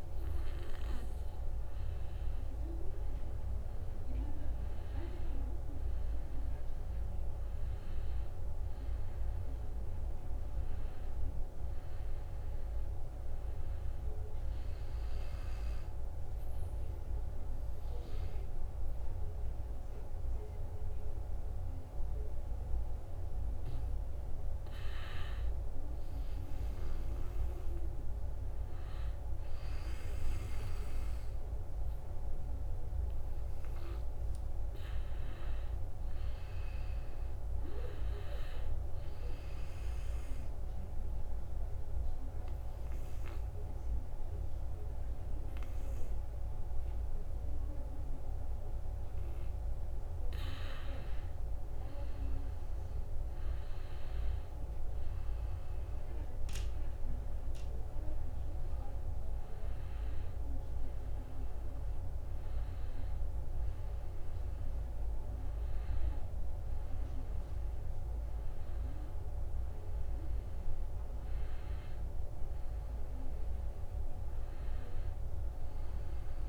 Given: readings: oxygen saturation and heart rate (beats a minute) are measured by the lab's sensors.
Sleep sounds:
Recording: breathing in sleep, hard to hear, by a room microphone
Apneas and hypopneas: 2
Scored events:
0.00-13.00 s: oxygen desaturation (device-marked, oxygen 91% lowest, heart rate 69 extreme)
15.00-25.50 s: obstructive apnea (oxygen 96% before, 91% lowest, heart rate 73 before, 67 extreme, up 1 after)
26.50-30.00 s: arousal
39.00-50.00 s: obstructive apnea (oxygen 96% before, 91% lowest, heart rate 71 before, 67 extreme, up 5 after)
51.00-55.00 s: arousal
59.00-72.00 s: oxygen desaturation (device-marked, oxygen 94% before, 91% lowest, heart rate 70 before, 69 extreme)
74.00-76.49 s: arousal
From the record:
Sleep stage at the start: N2 (light sleep)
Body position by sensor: on the back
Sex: male

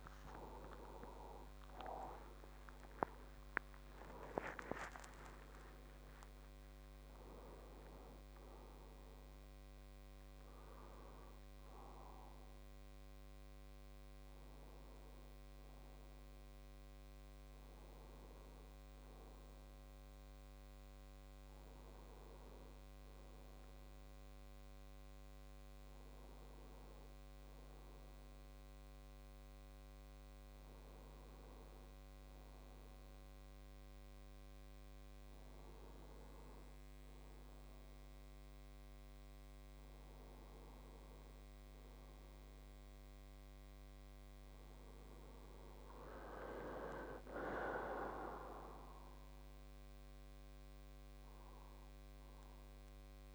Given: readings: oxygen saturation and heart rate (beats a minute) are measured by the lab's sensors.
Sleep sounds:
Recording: a person partly awake in a sleep study, by a microphone on the trachea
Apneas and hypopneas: none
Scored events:
3.00-53.35 s: new sleep stage, N1 (lightest sleep)
From the record:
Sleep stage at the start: awake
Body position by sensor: on the right side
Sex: male

